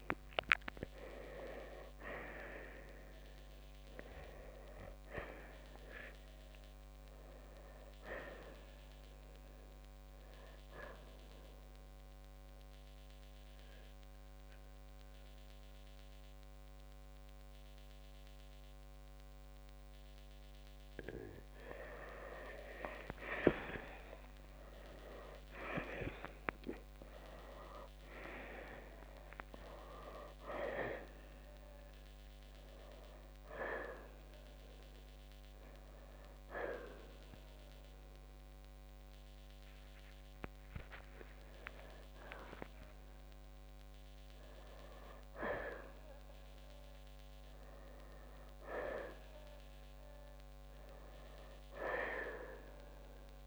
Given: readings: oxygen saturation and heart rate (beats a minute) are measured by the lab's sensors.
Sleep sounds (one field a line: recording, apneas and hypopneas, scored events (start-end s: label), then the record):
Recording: breathing in sleep by a microphone on the trachea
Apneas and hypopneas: 1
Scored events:
0.00-3.00 s: arousal
0.00-5.00 s: oxygen desaturation (device-marked, oxygen 88% lowest, heart rate 52 extreme)
12.00-22.00 s: central apnea (oxygen 91% before, 87% lowest, heart rate 62 before, 52 extreme, up 18 after)
20.00-33.00 s: oxygen desaturation (device-marked, oxygen 92% before, 87% lowest, heart rate 63 before, 60 extreme)
24.50-30.00 s: arousal
47.00-53.47 s: oxygen desaturation (device-marked, oxygen 94% before, 87% lowest, heart rate 70 before, 56 extreme)
From the record:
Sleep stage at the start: N2 (light sleep)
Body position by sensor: on the right side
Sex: male